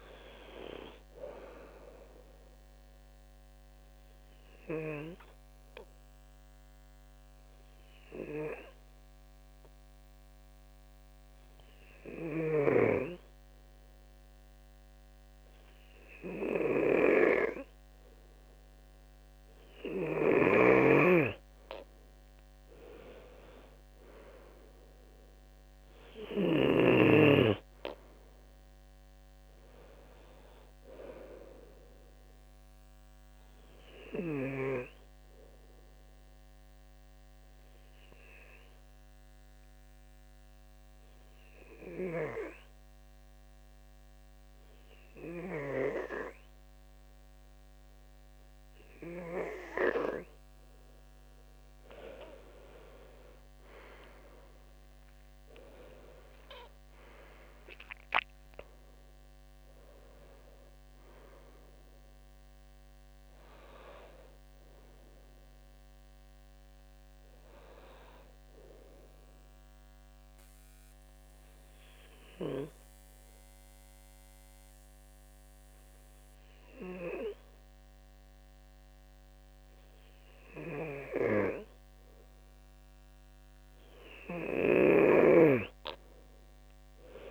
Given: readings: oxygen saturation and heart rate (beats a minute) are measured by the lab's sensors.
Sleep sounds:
breathing in sleep by a microphone on the trachea; 3
3.50-18.00 s: obstructive apnea (oxygen 95% before, 91% lowest, heart rate 75 before, 66 extreme, up 8 after)
18.50-26.50 s: oxygen desaturation (device-marked, oxygen 96% before, 93% lowest, heart rate 73 before, 69 extreme)
21.50-25.00 s: arousal
33.50-50.00 s: obstructive apnea (oxygen 96% before, 91% lowest, heart rate 71 before, 69 extreme, up 10 after)
38.50-53.50 s: oxygen desaturation (device-marked, oxygen 96% before, 91% lowest, heart rate 72 before, 68 extreme)
53.50-57.00 s: arousal
71.00-82.00 s: obstructive apnea (oxygen 96% before, 92% lowest, heart rate 75 before, 67 extreme, up 5 after)
84.50-87.31 s: snoring (device-marked)
From the record:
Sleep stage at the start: N2 (light sleep); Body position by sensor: on the left side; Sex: male

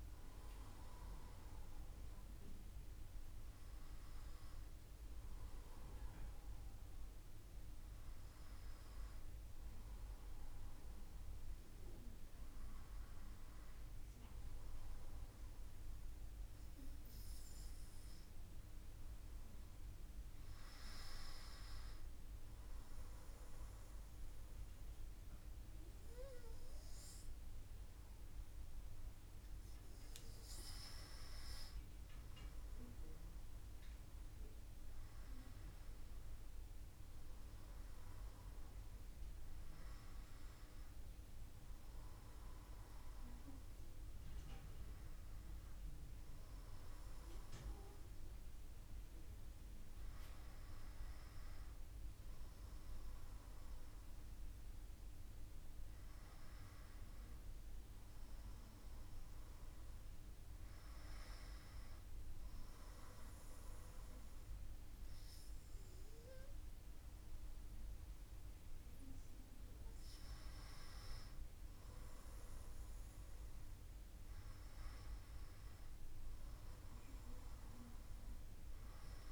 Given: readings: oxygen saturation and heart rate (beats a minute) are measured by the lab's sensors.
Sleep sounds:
breathing in sleep, hard to hear, by a room microphone; none
none scored
From the record:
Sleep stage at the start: N1 (lightest sleep); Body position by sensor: on the back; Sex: male

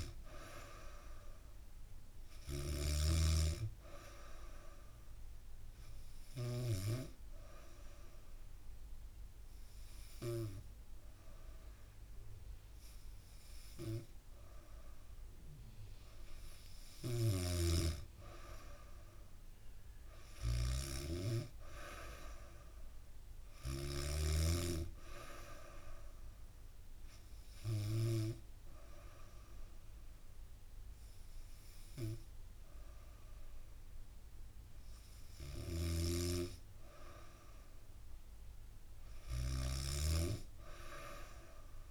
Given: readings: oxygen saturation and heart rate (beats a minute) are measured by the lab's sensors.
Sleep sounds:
breathing in sleep by a room microphone; 2
0.00-6.00 s: snoring (device-marked)
4.50-15.00 s: hypopnea (oxygen 95% before, 92% lowest, heart rate 72 before, 68 extreme, up 1 after)
16.00-23.50 s: snoring (device-marked)
18.50-22.00 s: arousal
25.50-36.50 s: hypopnea (oxygen 95% before, 92% lowest, heart rate 70 before, 69 extreme, up 0 after)
35.00-41.91 s: snoring (device-marked)
38.50-41.91 s: arousal
From the record:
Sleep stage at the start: N3 (deep sleep); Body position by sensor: on the back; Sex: female

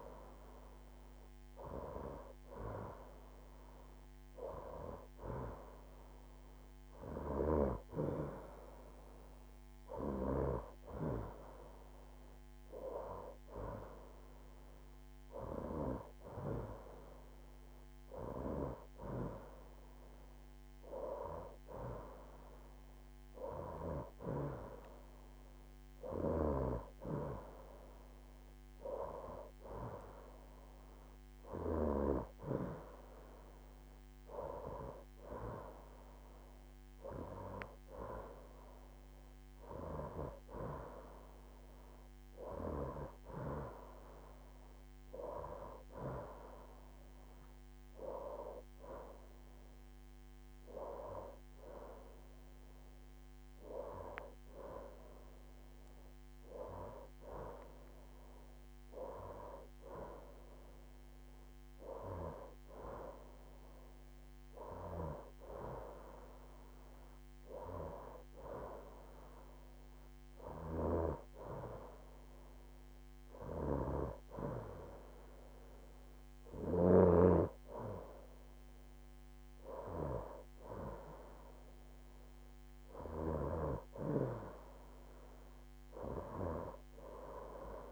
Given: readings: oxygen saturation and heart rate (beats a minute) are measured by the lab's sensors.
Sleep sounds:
breathing in sleep by a microphone on the trachea; none
none scored
From the record:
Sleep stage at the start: N2 (light sleep); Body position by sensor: on the right side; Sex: female

